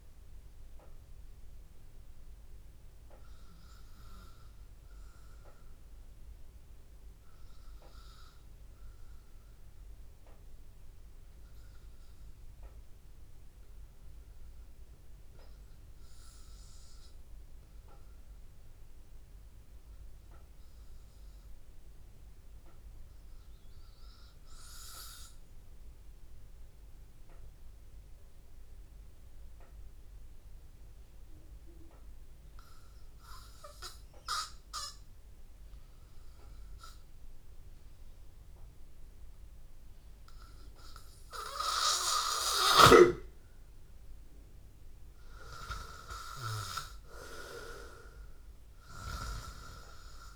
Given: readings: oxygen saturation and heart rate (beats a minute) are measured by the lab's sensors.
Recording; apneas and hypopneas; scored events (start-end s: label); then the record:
breathing in sleep by a room microphone; 1
0.00-15.50 s: oxygen desaturation (device-marked, oxygen 91% lowest, heart rate 82 extreme)
9.00-40.50 s: obstructive apnea (oxygen 96% before, 91% lowest, heart rate 86 before, 83 extreme, up 2 after)
34.50-50.36 s: new sleep stage, N2 (light sleep)
35.50-50.36 s: oxygen desaturation (device-marked, oxygen 99% before, 92% lowest, heart rate 84 before, 80 extreme)
42.50-46.50 s: arousal
From the record:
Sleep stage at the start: REM sleep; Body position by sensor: on the back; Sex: male